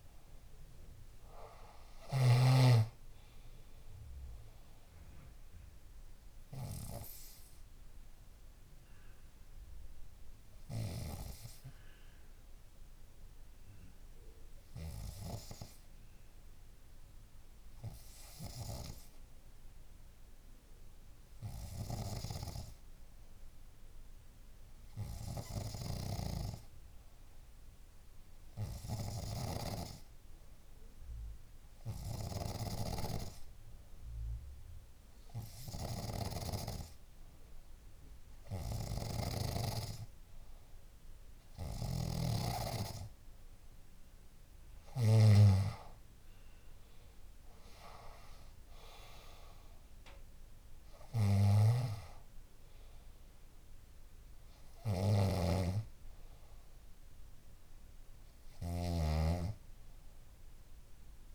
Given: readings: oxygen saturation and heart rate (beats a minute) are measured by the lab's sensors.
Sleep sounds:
breathing in sleep by a room microphone; 1
0.50-4.50 s: arousal
6.50-23.50 s: obstructive apnea (oxygen 95% before, 92% lowest, heart rate 66 before, 59 extreme, up 8 after)
10.50-12.50 s: bradycardia (device-marked, heart rate 65 before, 62 extreme)
25.50-29.50 s: arousal
27.50-57.50 s: new sleep stage, N3 (deep sleep)
42.00-45.50 s: snoring (device-marked)
42.50-58.50 s: oxygen desaturation (device-marked, oxygen 97% before, 93% lowest, heart rate 67 before, 61 extreme)
51.50-61.34 s: snoring (device-marked)
57.50-61.34 s: new sleep stage, N2 (light sleep)
From the record:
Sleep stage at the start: N2 (light sleep); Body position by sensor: on the back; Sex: female

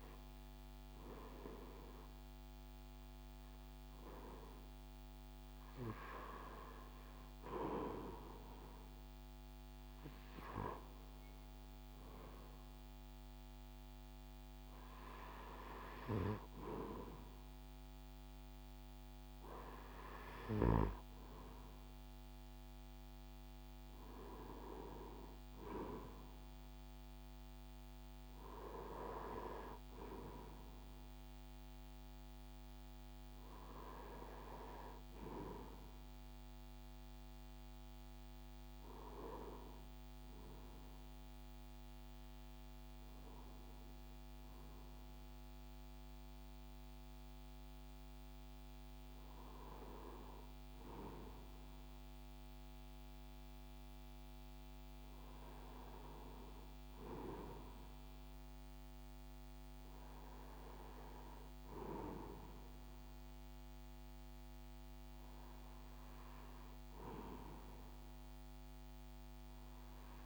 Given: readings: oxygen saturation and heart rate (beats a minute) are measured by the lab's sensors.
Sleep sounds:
breathing in sleep by a microphone on the trachea; none
none scored
From the record:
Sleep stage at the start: REM sleep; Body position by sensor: on the right side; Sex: male

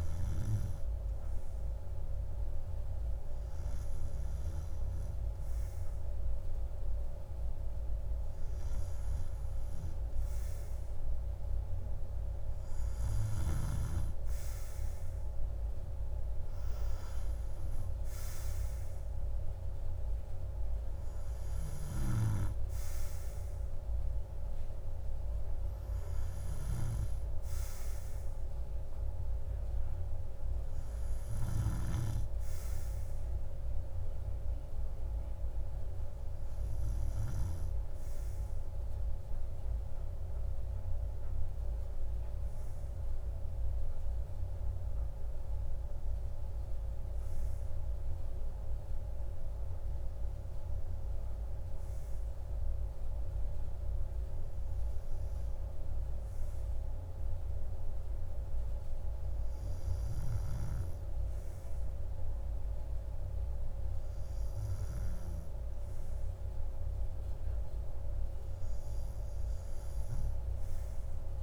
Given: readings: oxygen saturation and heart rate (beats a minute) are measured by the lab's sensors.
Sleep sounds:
breathing in sleep, hard to hear, by a room microphone; none
none scored
From the record:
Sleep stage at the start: N2 (light sleep); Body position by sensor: on the right side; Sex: male

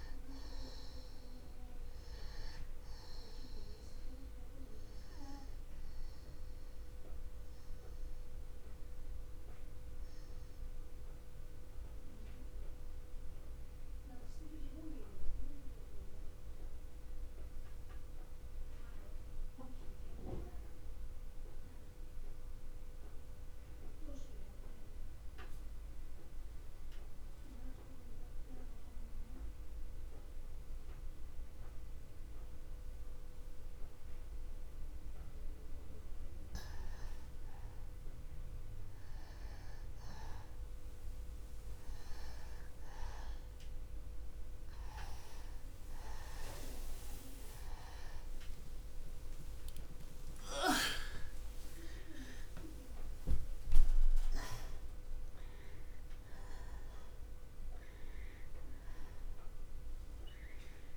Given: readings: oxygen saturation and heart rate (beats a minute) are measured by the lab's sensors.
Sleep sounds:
a person partly awake in a sleep study, by a room microphone; 1
0.00-23.00 s: oxygen desaturation (device-marked, oxygen 84% lowest, heart rate 62 extreme)
6.00-36.50 s: mixed apnea (oxygen 97% before, 84% lowest, heart rate 63 before, 54 extreme, up 0 after)
39.00-60.97 s: new sleep stage, awake
42.00-60.97 s: oxygen desaturation (device-marked, oxygen 98% before, 86% lowest, heart rate 62 before, 54 extreme)
From the record:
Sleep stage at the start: N2 (light sleep); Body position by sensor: on the back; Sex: male

